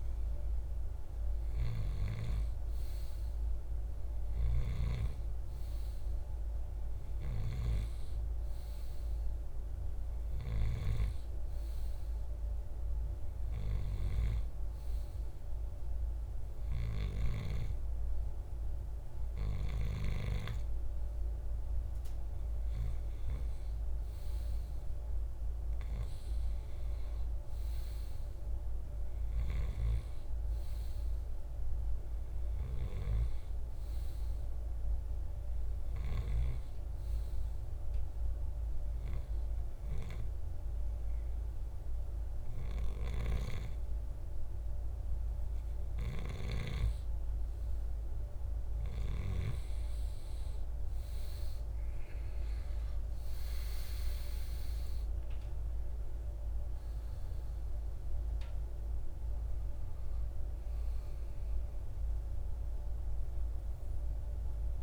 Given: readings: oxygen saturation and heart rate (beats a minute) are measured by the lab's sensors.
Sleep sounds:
breathing in sleep by a room microphone; none
0.00-2.50 s: arousal
3.00-20.00 s: oxygen desaturation (device-marked, oxygen 95% before, 91% lowest, heart rate 62 before, 65 extreme)
53.00-57.00 s: arousal
From the record:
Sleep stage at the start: N2 (light sleep); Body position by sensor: on the right side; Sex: male

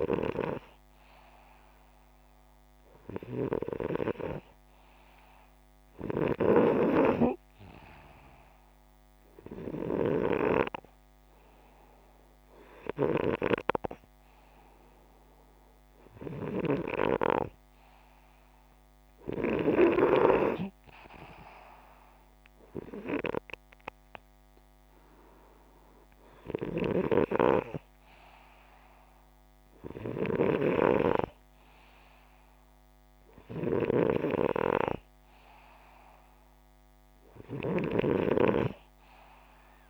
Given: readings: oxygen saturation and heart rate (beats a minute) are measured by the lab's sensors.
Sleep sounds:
breathing in sleep by a microphone on the trachea; none
0.00-2.00 s: oxygen desaturation (device-marked, oxygen 96% lowest, heart rate 104 extreme)
4.00-7.00 s: oxygen desaturation (device-marked, oxygen 100% before, 94% lowest, heart rate 115 before, 104 extreme)
From the record:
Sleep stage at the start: N2 (light sleep); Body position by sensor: upright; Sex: male

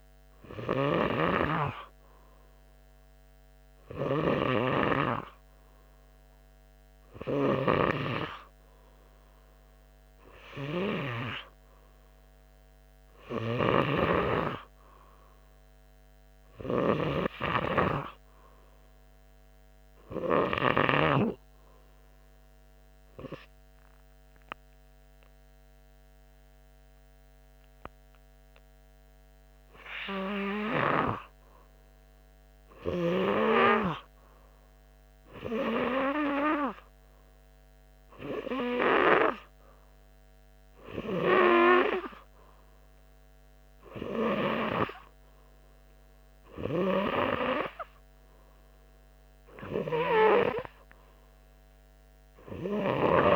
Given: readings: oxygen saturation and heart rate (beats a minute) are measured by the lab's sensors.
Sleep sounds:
breathing in sleep by a microphone on the trachea; 1
22.00-32.50 s: obstructive apnea (oxygen 97% before, 94% lowest, heart rate 90 before, 88 extreme, up 1 after)
38.00-42.00 s: arousal
From the record:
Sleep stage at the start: N2 (light sleep); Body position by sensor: on the front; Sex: male

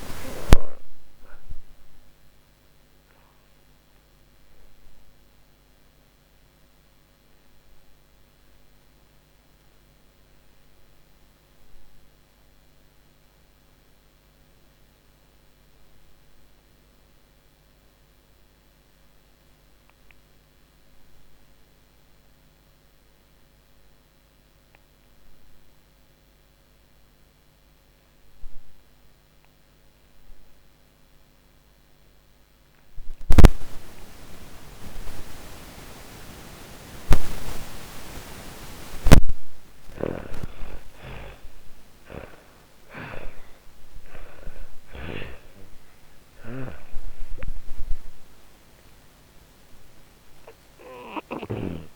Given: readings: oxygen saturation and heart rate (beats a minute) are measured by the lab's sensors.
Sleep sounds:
breathing in sleep by a microphone on the trachea; 1
0.00-16.00 s: oxygen desaturation (device-marked, oxygen 81% lowest)
0.50-36.00 s: obstructive apnea (oxygen 98% before, 78% lowest)
29.00-34.00 s: oxygen desaturation (device-marked, oxygen 97% before, 91% lowest, heart rate 55 before, 63 extreme)
38.00-43.00 s: oxygen desaturation (device-marked, oxygen 96% before, 86% lowest, heart rate 67 before, 40 extreme)
38.00-43.50 s: snoring (device-marked)
39.50-45.00 s: arousal
48.00-51.96 s: oxygen desaturation (device-marked, oxygen 97% before, 78% lowest, heart rate 77 before, 40 extreme)
From the record:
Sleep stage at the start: N2 (light sleep); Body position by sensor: on the back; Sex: female

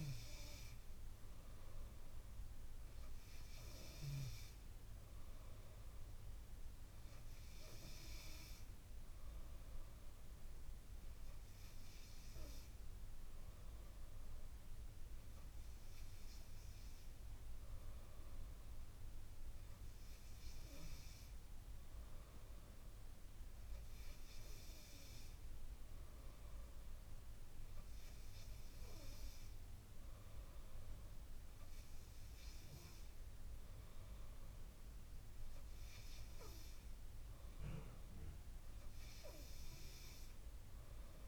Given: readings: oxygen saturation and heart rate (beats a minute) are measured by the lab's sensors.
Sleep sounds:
breathing in sleep by a room microphone; none
none scored
From the record:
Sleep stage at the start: N2 (light sleep); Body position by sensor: on the back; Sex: female

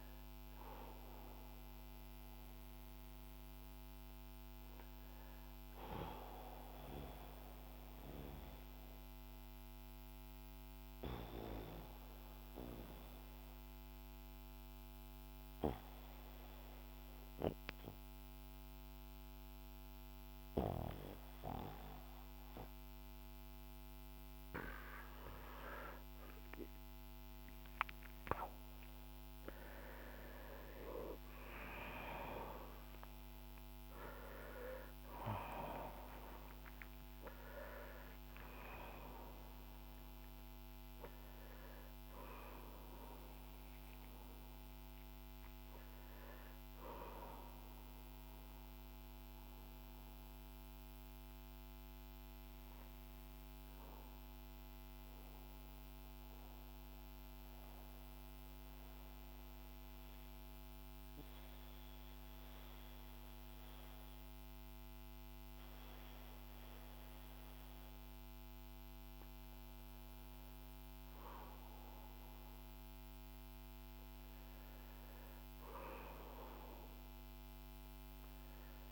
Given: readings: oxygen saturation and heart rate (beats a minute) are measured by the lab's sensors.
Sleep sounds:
breathing in sleep by a microphone on the trachea; 2
0.00-9.50 s: oxygen desaturation (device-marked, oxygen 91% lowest, heart rate 48 extreme)
7.00-28.00 s: mixed apnea (oxygen 96% before, 93% lowest, heart rate 54 before, 46 extreme, up 10 after)
30.00-36.00 s: arousal
50.00-70.50 s: mixed apnea (oxygen 100% before, 91% lowest, heart rate 63 before, 44 extreme, up 7 after)
52.50-61.50 s: oxygen desaturation (device-marked, oxygen 100% before, 93% lowest, heart rate 62 before, 50 extreme)
72.00-76.50 s: arousal
74.50-78.92 s: oxygen desaturation (device-marked, oxygen 98% before, 93% lowest, heart rate 51 before, 52 extreme)
From the record:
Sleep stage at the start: N2 (light sleep); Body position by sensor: on the back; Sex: male

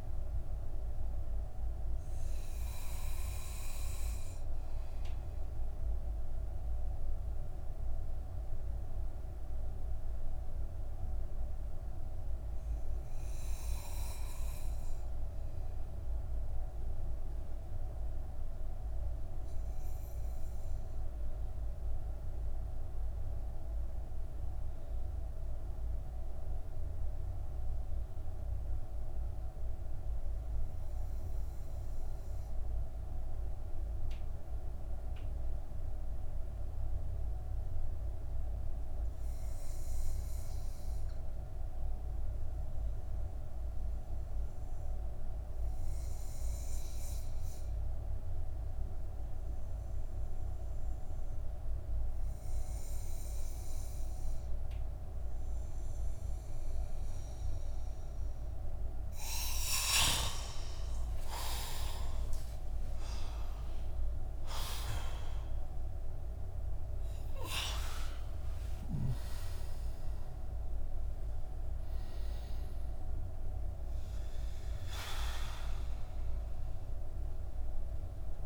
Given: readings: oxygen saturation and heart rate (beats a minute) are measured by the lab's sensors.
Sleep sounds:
breathing in sleep by a room microphone; 1
0.00-17.50 s: oxygen desaturation (device-marked, oxygen 85% lowest)
3.00-58.50 s: mixed apnea (oxygen 95% before, 85% lowest)
39.50-78.46 s: oxygen desaturation (device-marked, oxygen 98% before, 85% lowest)
62.50-67.50 s: arousal
From the record:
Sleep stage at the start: N2 (light sleep); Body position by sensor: on the back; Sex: male

